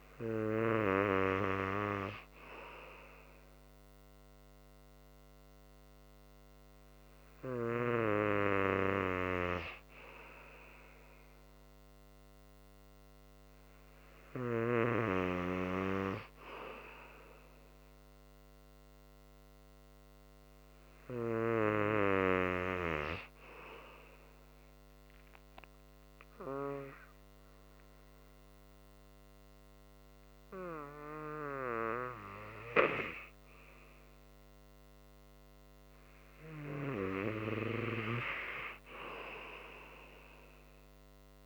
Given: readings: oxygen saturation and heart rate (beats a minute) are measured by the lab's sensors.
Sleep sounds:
breathing in sleep by a microphone on the trachea; 1
24.50-37.00 s: obstructive apnea (oxygen 95% before, 94% lowest)
40.00-41.46 s: arousal
From the record:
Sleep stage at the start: N3 (deep sleep); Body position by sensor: on the right side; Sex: male

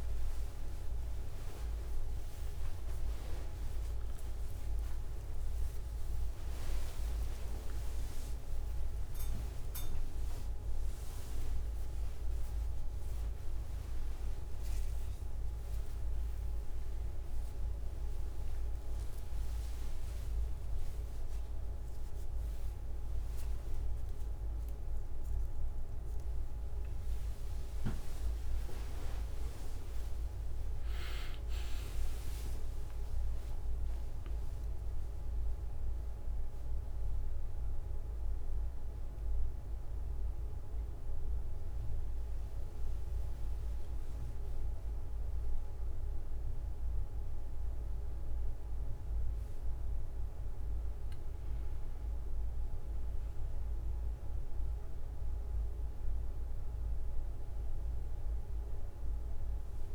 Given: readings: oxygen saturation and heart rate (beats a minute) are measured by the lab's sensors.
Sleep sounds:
a person awake in a sleep study, hard to hear, by a room microphone; none
7.00-9.00 s: long interval between heartbeats (device-marked)
18.00-20.00 s: long interval between heartbeats (device-marked)
20.50-22.50 s: long interval between heartbeats (device-marked)
23.50-25.50 s: long interval between heartbeats (device-marked, heart rate 33 before, 87 extreme)
28.50-30.50 s: long interval between heartbeats (device-marked, heart rate 47 before, 49 extreme)
36.00-38.00 s: long interval between heartbeats (device-marked, heart rate 58 before, 39 extreme)
43.00-45.00 s: long interval between heartbeats (device-marked, heart rate 48 before, 36 extreme)
47.50-49.50 s: long interval between heartbeats (device-marked, heart rate 40 before, 34 extreme)
54.50-56.50 s: long interval between heartbeats (device-marked)
From the record:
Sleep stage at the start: awake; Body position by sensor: on the back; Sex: male

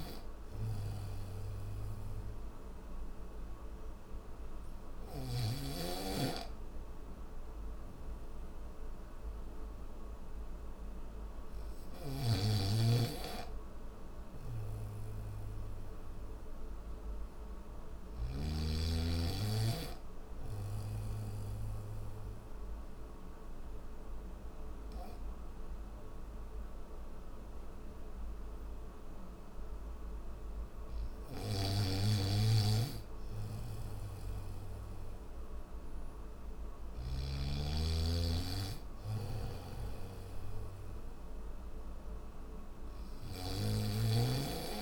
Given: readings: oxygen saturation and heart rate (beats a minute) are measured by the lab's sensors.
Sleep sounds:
breathing in sleep by a room microphone; none
30.50-36.50 s: snoring (device-marked)
38.50-43.00 s: snoring (device-marked)
From the record:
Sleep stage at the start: N1 (lightest sleep); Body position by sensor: on the back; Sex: male

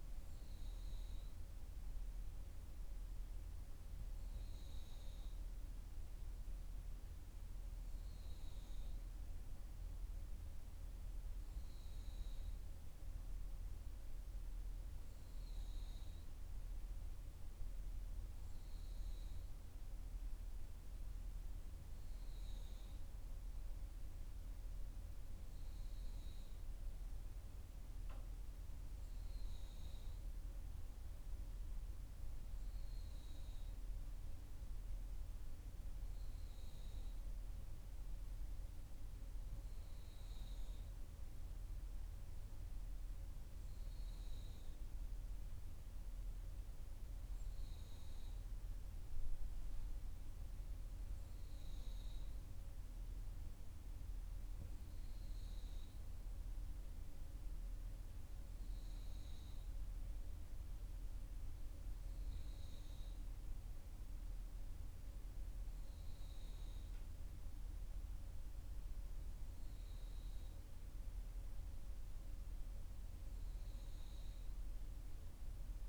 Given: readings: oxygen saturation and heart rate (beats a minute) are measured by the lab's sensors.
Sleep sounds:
breathing in sleep, hard to hear, by a room microphone; none
none scored
From the record:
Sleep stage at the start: N3 (deep sleep); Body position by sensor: on the back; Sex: female

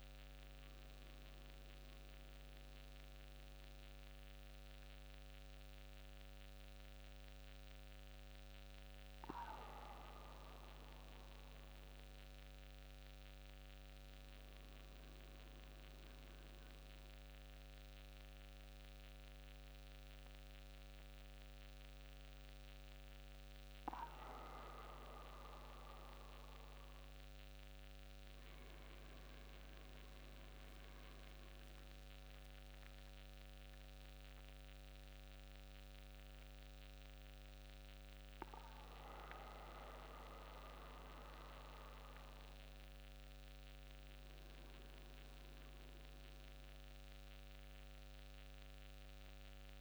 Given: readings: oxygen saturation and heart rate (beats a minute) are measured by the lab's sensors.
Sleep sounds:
breathing in sleep by a microphone on the trachea; none
46.00-49.81 s: new sleep stage, N1 (lightest sleep)
From the record:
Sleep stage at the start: N2 (light sleep); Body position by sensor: on the back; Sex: male

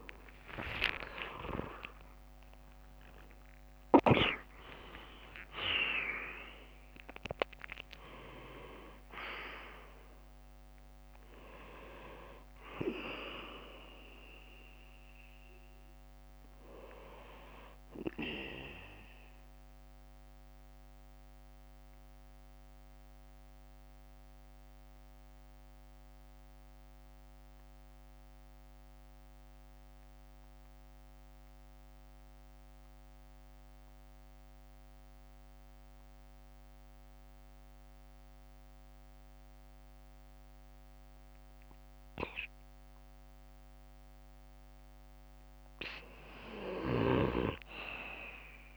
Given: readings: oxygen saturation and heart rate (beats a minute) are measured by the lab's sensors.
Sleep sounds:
breathing in sleep by a microphone on the trachea; 1
0.00-5.50 s: arousal
11.50-19.50 s: oxygen desaturation (device-marked, oxygen 96% before, 93% lowest, heart rate 71 before, 55 extreme)
18.50-26.50 s: bradycardia (device-marked, heart rate 63 before, 55 extreme)
19.00-44.50 s: mixed apnea (oxygen 96% before, 91% lowest, heart rate 75 before, 56 extreme, up 9 after)
28.50-43.50 s: oxygen desaturation (device-marked, oxygen 96% before, 91% lowest, heart rate 65 before, 56 extreme)
35.50-37.50 s: bradycardia (device-marked, heart rate 63 before, 57 extreme)
From the record:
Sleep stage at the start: N2 (light sleep); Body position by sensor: on the back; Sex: male

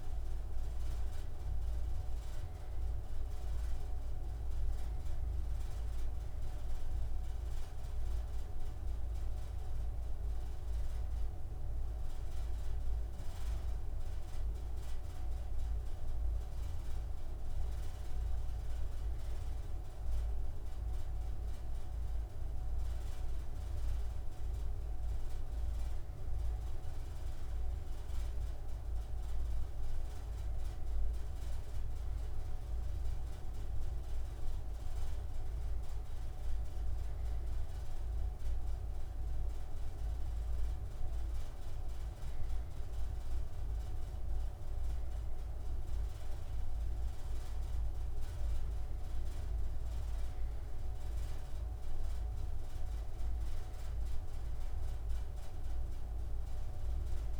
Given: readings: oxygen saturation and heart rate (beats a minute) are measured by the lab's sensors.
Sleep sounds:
breathing in sleep, hard to hear, by a room microphone; none
none scored
From the record:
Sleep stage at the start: N2 (light sleep); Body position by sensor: on the right side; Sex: male

